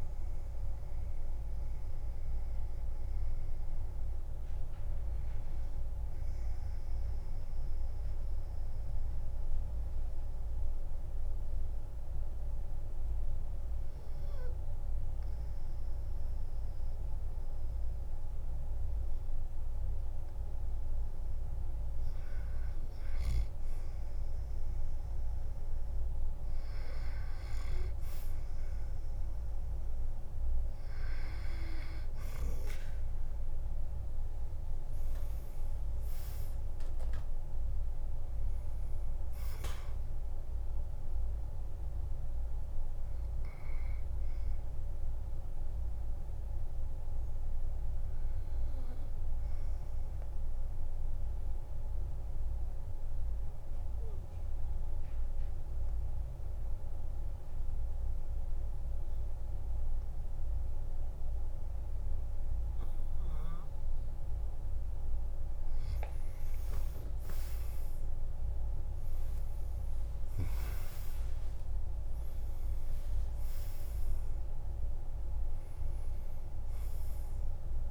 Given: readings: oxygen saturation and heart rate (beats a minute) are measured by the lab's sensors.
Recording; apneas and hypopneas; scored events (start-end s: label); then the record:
breathing in sleep, hard to hear, by a room microphone; 2
0.00-14.50 s: oxygen desaturation (device-marked, oxygen 92% lowest, heart rate 45 extreme)
2.50-22.00 s: obstructive apnea (oxygen 98% before, 92% lowest, heart rate 61 before, 45 extreme, up 8 after)
23.50-27.50 s: arousal
29.50-43.50 s: oxygen desaturation (device-marked, oxygen 98% before, 93% lowest, heart rate 49 before, 46 extreme)
47.00-64.00 s: obstructive apnea (oxygen 98% before, 91% lowest, heart rate 57 before, 46 extreme, up 18 after)
66.50-70.00 s: arousal
68.50-77.91 s: oxygen desaturation (device-marked, oxygen 98% before, 91% lowest, heart rate 48 before, 49 extreme)
From the record:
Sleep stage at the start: N2 (light sleep); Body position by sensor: on the back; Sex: male